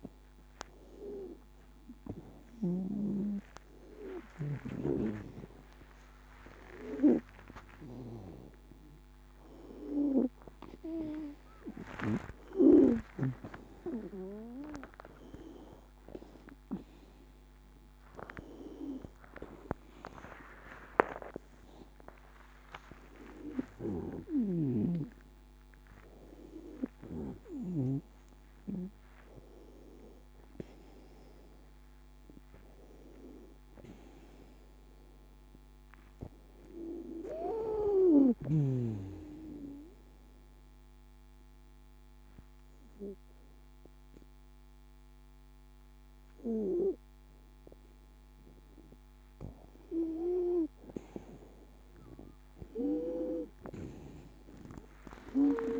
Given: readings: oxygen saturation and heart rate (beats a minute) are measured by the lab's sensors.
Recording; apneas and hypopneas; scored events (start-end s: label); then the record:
a person awake in a sleep study, by a microphone on the trachea; none
24.50-28.00 s: snoring (device-marked)
From the record:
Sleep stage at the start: awake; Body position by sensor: on the back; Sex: female